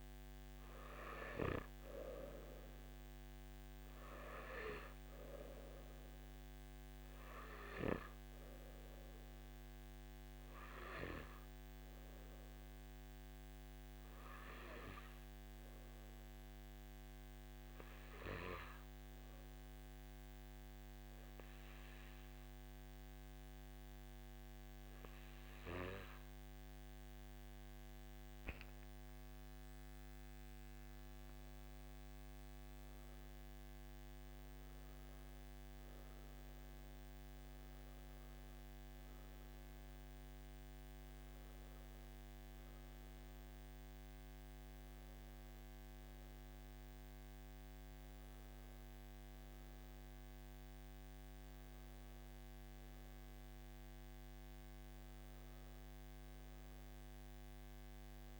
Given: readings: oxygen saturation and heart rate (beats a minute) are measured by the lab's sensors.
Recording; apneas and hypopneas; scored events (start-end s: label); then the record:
breathing in sleep by a microphone on the trachea; 1
0.00-3.50 s: oxygen desaturation (device-marked, oxygen 92% lowest, heart rate 54 extreme)
9.50-32.00 s: obstructive apnea (oxygen 97% before, 93% lowest, heart rate 60 before, 54 extreme, up 19 after)
32.50-46.50 s: oxygen desaturation (device-marked, oxygen 97% before, 94% lowest, heart rate 58 before, 61 extreme)
44.50-58.40 s: new sleep stage, N3 (deep sleep)
From the record:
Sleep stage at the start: N1 (lightest sleep); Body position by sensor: on the back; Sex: male